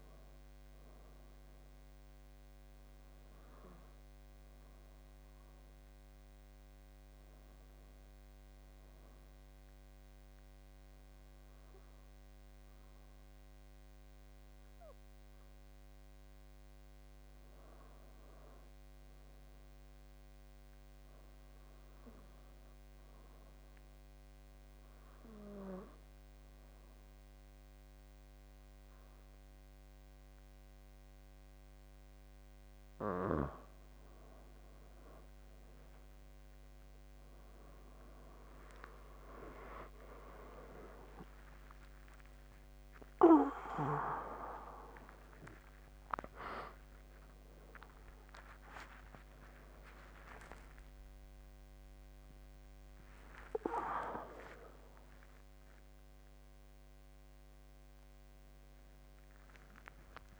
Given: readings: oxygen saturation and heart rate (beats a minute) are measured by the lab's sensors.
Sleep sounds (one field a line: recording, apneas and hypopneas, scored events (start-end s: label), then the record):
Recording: a person partly awake in a sleep study, by a microphone on the trachea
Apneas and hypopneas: 1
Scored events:
22.50-33.00 s: obstructive apnea (oxygen 93% before, 88% lowest, heart rate 81 before, 81 extreme, up 11 after)
41.50-60.40 s: new sleep stage, awake
From the record:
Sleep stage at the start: N2 (light sleep)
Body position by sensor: on the back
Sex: male